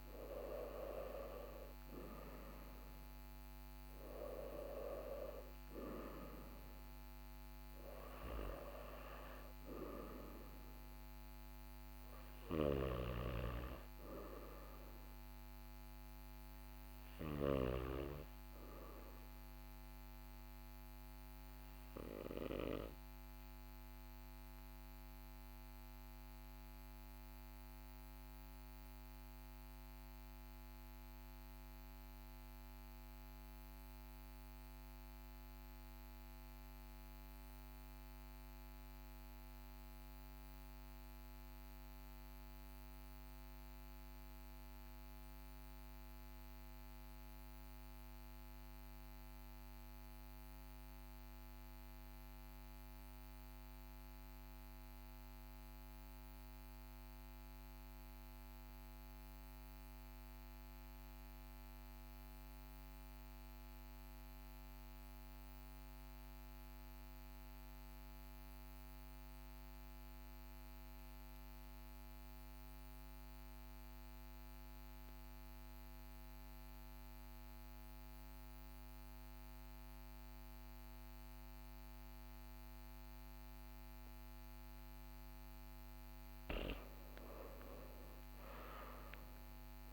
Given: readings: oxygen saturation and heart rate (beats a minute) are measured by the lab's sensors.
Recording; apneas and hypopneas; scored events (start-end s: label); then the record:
breathing in sleep by a microphone on the trachea; 1
0.00-28.00 s: oxygen desaturation (device-marked, oxygen 88% lowest, heart rate 41 extreme)
25.50-85.50 s: obstructive apnea (oxygen 97% before, 81% lowest, heart rate 44 before, 41 extreme, up 8 after)
61.00-89.93 s: oxygen desaturation (device-marked, oxygen 97% before, 81% lowest, heart rate 41 before, 42 extreme)
87.50-89.93 s: arousal
From the record:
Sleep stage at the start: REM sleep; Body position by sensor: on the right side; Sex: male